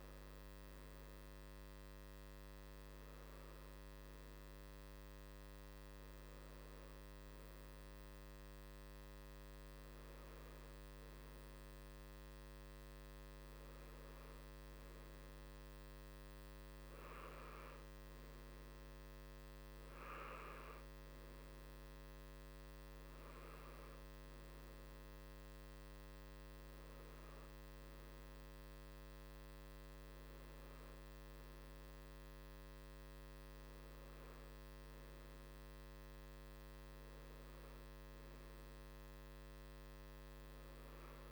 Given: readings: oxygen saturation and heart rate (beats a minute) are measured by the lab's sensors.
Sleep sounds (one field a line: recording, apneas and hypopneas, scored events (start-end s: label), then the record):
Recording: breathing in sleep, hard to hear, by a microphone on the trachea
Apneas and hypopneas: none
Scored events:
none scored
From the record:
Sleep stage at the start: N3 (deep sleep)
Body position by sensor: on the right side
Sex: male